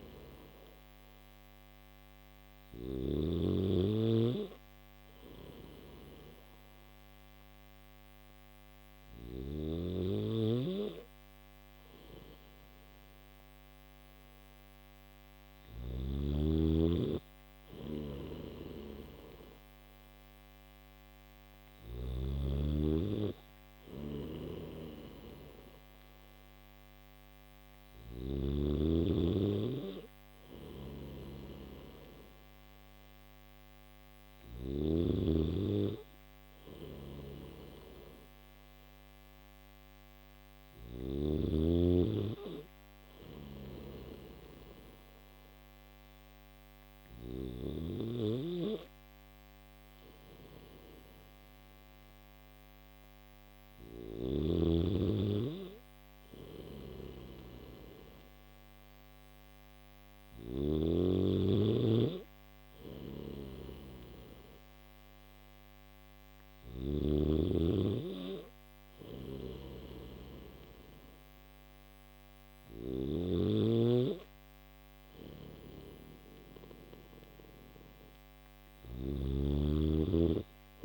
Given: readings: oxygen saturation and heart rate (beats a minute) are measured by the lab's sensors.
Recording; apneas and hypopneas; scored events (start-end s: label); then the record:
breathing in sleep by a microphone on the trachea; none
17.50-21.50 s: snoring (device-marked)
23.50-28.00 s: snoring (device-marked)
30.00-34.50 s: snoring (device-marked)
36.50-40.50 s: snoring (device-marked)
53.50-66.50 s: snoring (device-marked)
54.50-80.84 s: new sleep stage, N3 (deep sleep)
68.50-78.50 s: snoring (device-marked)
From the record:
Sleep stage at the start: N1 (lightest sleep); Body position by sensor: on the back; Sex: male